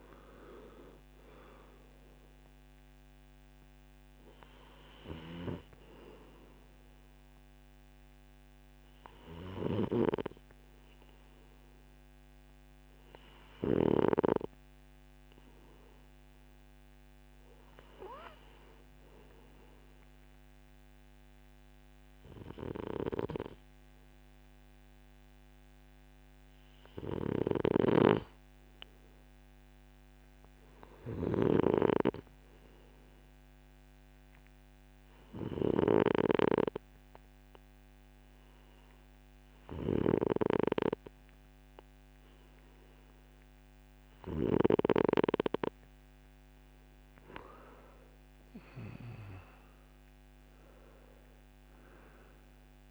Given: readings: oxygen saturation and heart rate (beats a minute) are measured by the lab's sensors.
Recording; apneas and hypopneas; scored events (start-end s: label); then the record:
breathing in sleep by a microphone on the trachea; 1
0.00-19.00 s: oxygen desaturation (device-marked, oxygen 91% lowest)
32.50-47.50 s: obstructive apnea (oxygen 97% before, 93% lowest, heart rate 35 before, 36 extreme, up 24 after)
49.00-52.91 s: arousal
From the record:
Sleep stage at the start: N2 (light sleep); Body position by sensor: on the right side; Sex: male